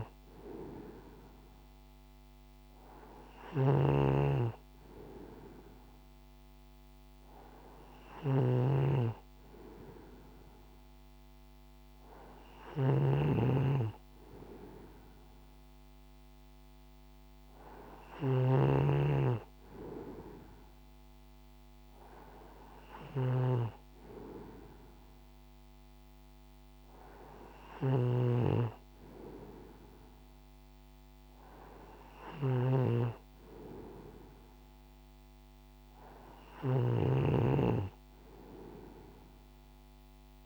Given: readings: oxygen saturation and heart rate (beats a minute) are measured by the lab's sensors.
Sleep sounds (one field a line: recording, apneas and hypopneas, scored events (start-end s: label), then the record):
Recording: breathing in sleep by a microphone on the trachea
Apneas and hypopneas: none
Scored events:
0.00-40.46 s: snoring (device-marked)
From the record:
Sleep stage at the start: N2 (light sleep)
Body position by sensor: on the right side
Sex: male